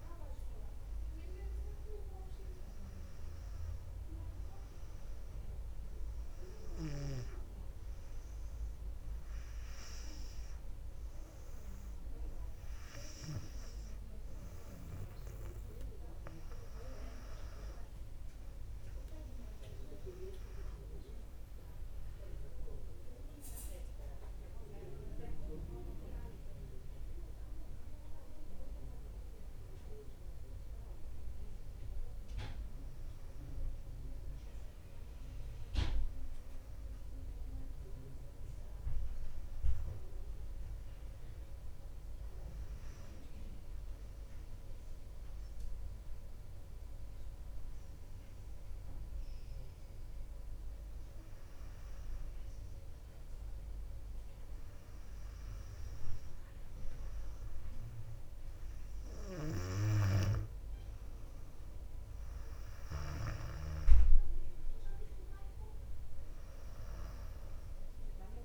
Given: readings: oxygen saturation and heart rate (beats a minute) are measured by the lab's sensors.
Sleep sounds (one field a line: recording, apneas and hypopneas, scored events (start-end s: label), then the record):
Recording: breathing in sleep by a room microphone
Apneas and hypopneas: 1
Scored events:
36.50-40.50 s: arousal
44.00-54.00 s: obstructive apnea (oxygen 98% before, 95% lowest, heart rate 59 before, 58 extreme, up 3 after)
58.00-62.00 s: arousal
From the record:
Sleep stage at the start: N2 (light sleep)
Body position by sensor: on the back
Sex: female